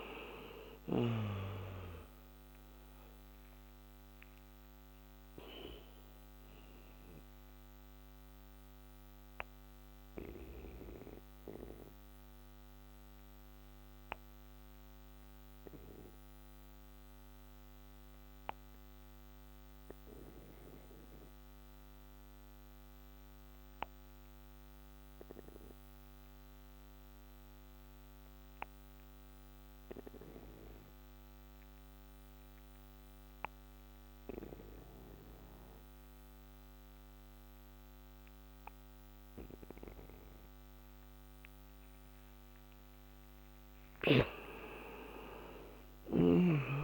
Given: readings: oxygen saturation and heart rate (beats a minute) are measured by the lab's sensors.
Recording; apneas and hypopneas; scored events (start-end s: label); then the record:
breathing in sleep by a microphone on the trachea; 1
0.00-6.50 s: oxygen desaturation (device-marked, oxygen 93% lowest, heart rate 55 extreme)
4.00-42.00 s: obstructive apnea (oxygen 98% before, 85% lowest, heart rate 63 before, 27 extreme, up 5 after)
11.50-28.50 s: oxygen desaturation (device-marked, oxygen 94% before, 86% lowest, heart rate 64 before, 27 extreme)
44.50-46.84 s: arousal
From the record:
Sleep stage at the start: N2 (light sleep); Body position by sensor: on the back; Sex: male